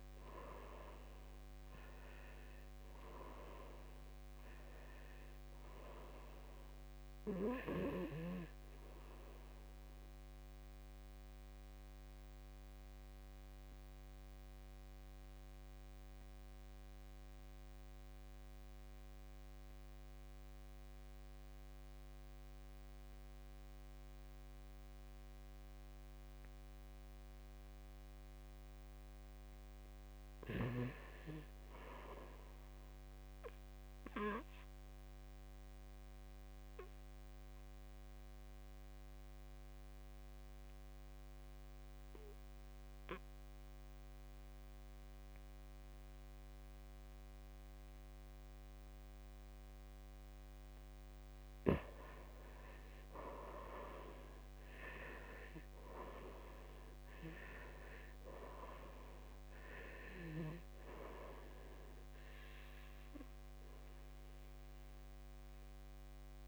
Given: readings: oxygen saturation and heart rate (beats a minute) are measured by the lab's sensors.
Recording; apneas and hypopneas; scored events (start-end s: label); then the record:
breathing in sleep by a microphone on the trachea; 2
6.50-24.50 s: oxygen desaturation (device-marked, oxygen 97% before, 88% lowest, heart rate 60 before, 52 extreme)
11.50-27.50 s: obstructive apnea (oxygen 98% before, 80% lowest, heart rate 62 before, 52 extreme, up 11 after)
29.50-32.50 s: arousal
33.50-66.48 s: oxygen desaturation (device-marked, oxygen 98% before, 80% lowest, heart rate 55 before, 54 extreme)
36.00-49.50 s: obstructive apnea (oxygen 98% before, 80% lowest, heart rate 56 before, 55 extreme, up 7 after)
52.50-57.50 s: arousal
From the record:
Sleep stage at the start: N2 (light sleep); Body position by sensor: on the back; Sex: male